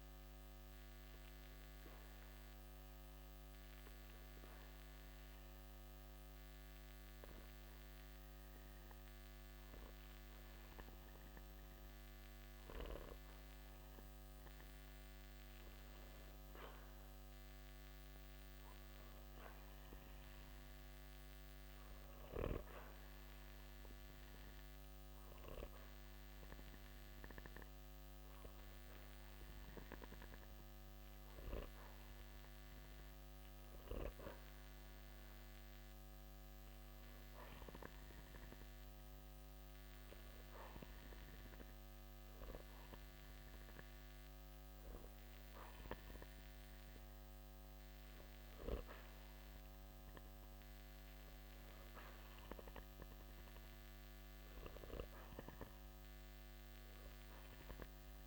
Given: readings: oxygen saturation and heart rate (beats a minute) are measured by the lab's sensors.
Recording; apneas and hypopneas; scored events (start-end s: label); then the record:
breathing in sleep by a microphone on the trachea; 2
0.00-3.00 s: oxygen desaturation (device-marked, oxygen 91% lowest, heart rate 55 extreme)
4.00-15.00 s: hypopnea (oxygen 95% before, 91% lowest, heart rate 62 before, 55 extreme, up 1 after)
19.50-23.50 s: arousal
21.00-42.00 s: oxygen desaturation (device-marked, oxygen 95% before, 91% lowest, heart rate 57 before, 56 extreme)
29.50-44.50 s: hypopnea (oxygen 96% before, 91% lowest, heart rate 56 before, 56 extreme, up 10 after)
47.50-52.00 s: arousal
From the record:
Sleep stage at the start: N2 (light sleep); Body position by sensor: on the back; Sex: male